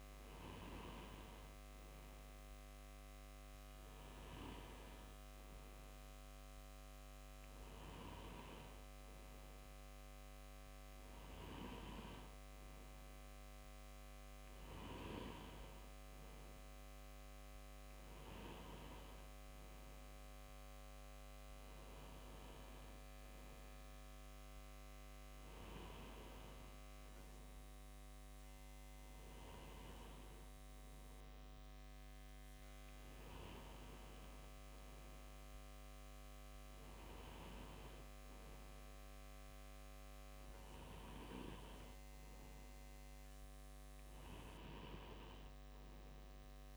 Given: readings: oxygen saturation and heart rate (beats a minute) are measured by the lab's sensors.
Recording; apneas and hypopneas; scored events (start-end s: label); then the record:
breathing in sleep by a microphone on the trachea; none
5.00-10.00 s: bradycardia (device-marked, heart rate 61 before, 59 extreme)
22.00-25.00 s: bradycardia (device-marked, heart rate 61 before, 60 extreme)
From the record:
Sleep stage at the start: N2 (light sleep); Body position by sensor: on the left side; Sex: male